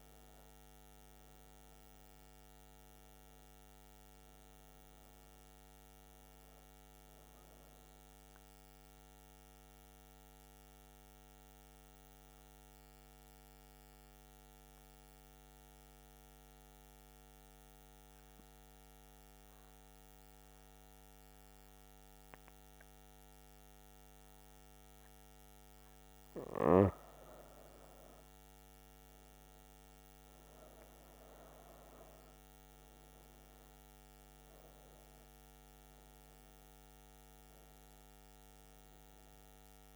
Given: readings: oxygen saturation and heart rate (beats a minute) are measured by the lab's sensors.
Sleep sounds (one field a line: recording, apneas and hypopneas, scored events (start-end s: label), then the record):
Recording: breathing in sleep, hard to hear, by a microphone on the trachea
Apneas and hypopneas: 1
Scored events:
0.00-11.00 s: oxygen desaturation (device-marked, oxygen 93% lowest, heart rate 64 extreme)
8.50-25.00 s: hypopnea (oxygen 98% before, 93% lowest, heart rate 79 before, 64 extreme, up 10 after)
28.00-39.96 s: oxygen desaturation (device-marked, oxygen 98% before, 93% lowest, heart rate 67 before, 65 extreme)
28.50-32.00 s: arousal
From the record:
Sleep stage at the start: N2 (light sleep)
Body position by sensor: on the right side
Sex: female